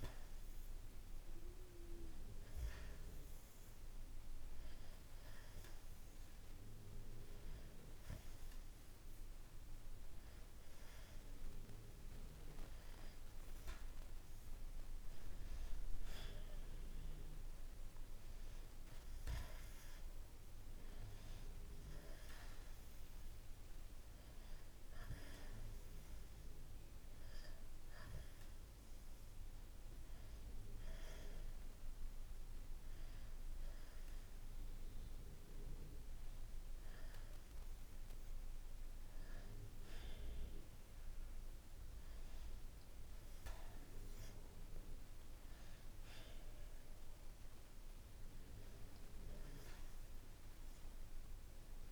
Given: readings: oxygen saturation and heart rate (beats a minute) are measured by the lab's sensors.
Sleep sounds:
breathing in sleep, hard to hear, by a room microphone; 1
3.50-14.50 s: hypopnea (oxygen 96% before, 93% lowest, heart rate 64 before, 63 extreme, up 1 after)
16.50-21.00 s: arousal
43.00-48.50 s: arousal
From the record:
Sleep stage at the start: N2 (light sleep); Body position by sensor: on the back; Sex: male

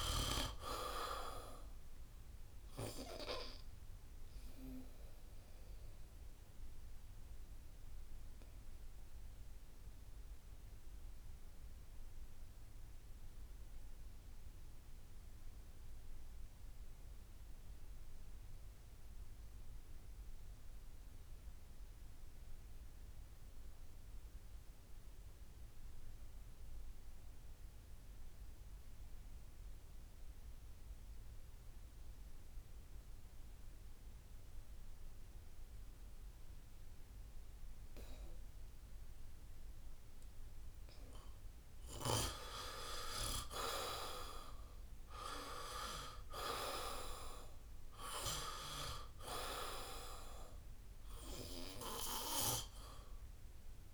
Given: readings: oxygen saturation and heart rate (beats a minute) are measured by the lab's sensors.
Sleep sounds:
breathing in sleep by a room microphone; 1
0.00-18.00 s: oxygen desaturation (device-marked, oxygen 77% lowest, heart rate 67 extreme)
4.00-39.50 s: obstructive apnea (oxygen 95% before, 77% lowest, heart rate 74 before, 66 extreme, up 6 after)
17.00-19.00 s: long interval between heartbeats (device-marked, heart rate 72 before, 69 extreme)
30.00-53.94 s: oxygen desaturation (device-marked, oxygen 97% before, 77% lowest, heart rate 70 before, 64 extreme)
42.50-46.50 s: arousal
From the record:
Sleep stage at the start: N2 (light sleep); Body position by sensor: on the back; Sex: male

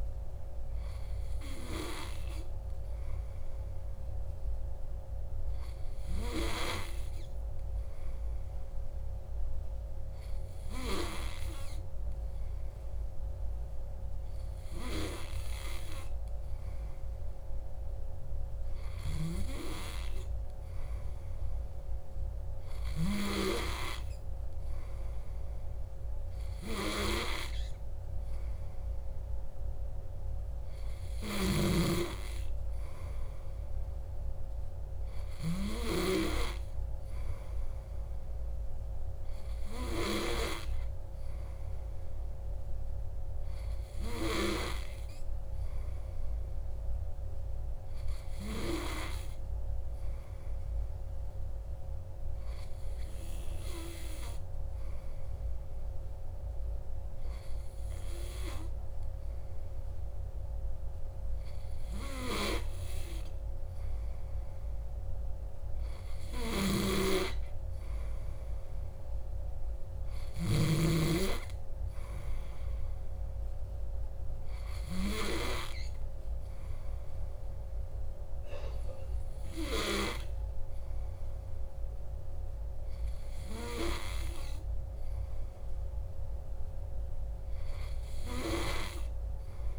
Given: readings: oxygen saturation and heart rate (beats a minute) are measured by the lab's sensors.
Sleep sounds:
breathing in sleep by a room microphone; none
none scored
From the record:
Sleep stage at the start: N2 (light sleep); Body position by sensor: on the back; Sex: male

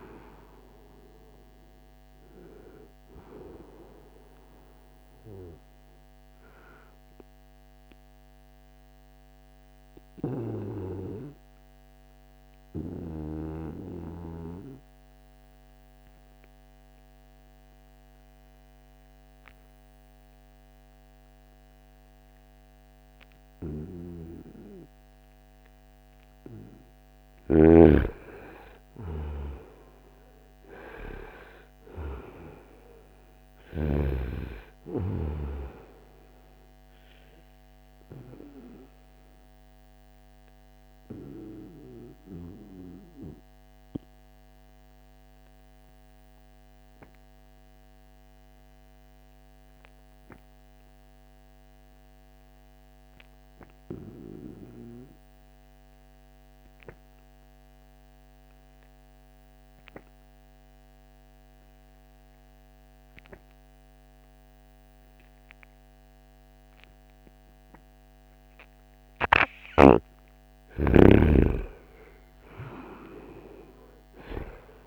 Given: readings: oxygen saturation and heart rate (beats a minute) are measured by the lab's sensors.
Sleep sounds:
breathing in sleep by a microphone on the trachea; 2
0.00-11.50 s: oxygen desaturation (device-marked, oxygen 91% lowest, heart rate 69 extreme)
7.00-26.00 s: obstructive apnea (oxygen 96% before, 89% lowest, heart rate 78 before, 67 extreme, up 4 after)
26.50-33.00 s: snoring (device-marked)
27.00-31.50 s: arousal
29.50-48.50 s: oxygen desaturation (device-marked, oxygen 98% before, 92% lowest, heart rate 71 before, 63 extreme)
39.00-68.00 s: obstructive apnea (oxygen 98% before, 89% lowest, heart rate 72 before, 63 extreme, up 12 after)
66.50-74.87 s: oxygen desaturation (device-marked, oxygen 96% before, 89% lowest, heart rate 66 before, 66 extreme)
70.00-74.87 s: arousal
From the record:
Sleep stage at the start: N2 (light sleep); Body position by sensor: on the right side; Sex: male

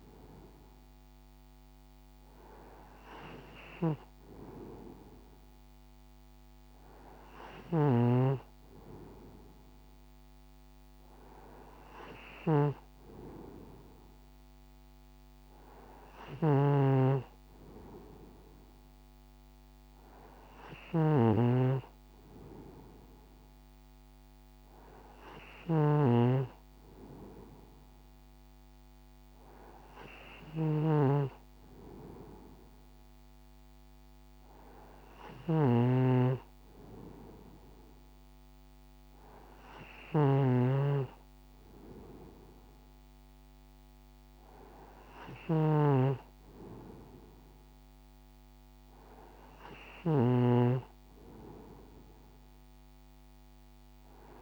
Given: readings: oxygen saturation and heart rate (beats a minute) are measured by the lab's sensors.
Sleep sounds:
breathing in sleep by a microphone on the trachea; none
7.00-54.42 s: snoring (device-marked)
From the record:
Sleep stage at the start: N2 (light sleep); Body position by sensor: on the right side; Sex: male

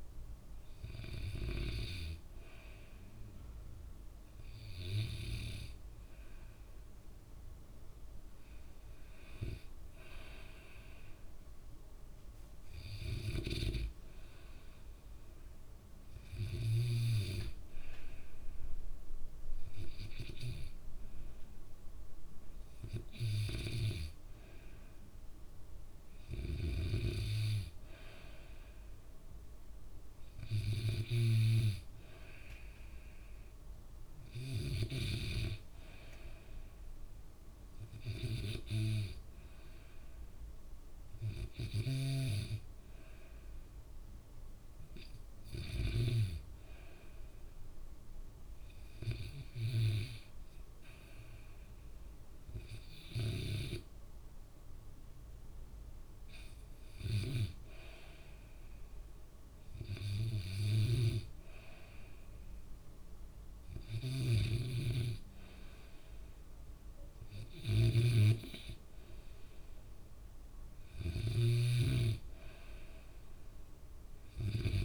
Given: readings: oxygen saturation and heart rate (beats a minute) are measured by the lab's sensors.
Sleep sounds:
breathing in sleep by a room microphone; none
64.00-72.00 s: snoring (device-marked)
66.50-70.00 s: arousal
From the record:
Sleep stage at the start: N2 (light sleep); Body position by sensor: on the back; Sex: male

